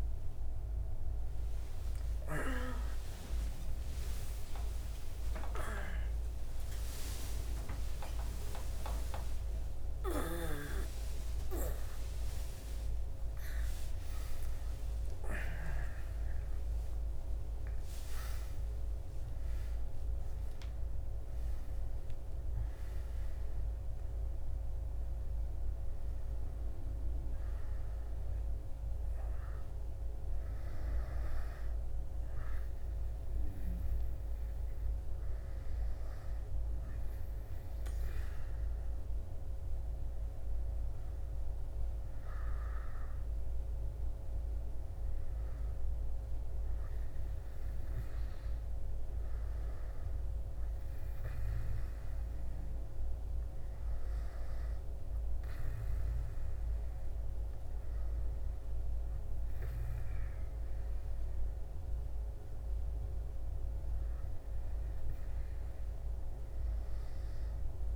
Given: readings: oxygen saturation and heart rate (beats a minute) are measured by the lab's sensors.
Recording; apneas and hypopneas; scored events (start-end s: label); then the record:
a person partly awake in a sleep study, by a room microphone; none
9.50-67.96 s: new sleep stage, N1 (lightest sleep)
18.50-28.50 s: oxygen desaturation (device-marked, oxygen 97% before, 89% lowest, heart rate 96 before, 60 extreme)
From the record:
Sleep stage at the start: awake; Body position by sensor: on the back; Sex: male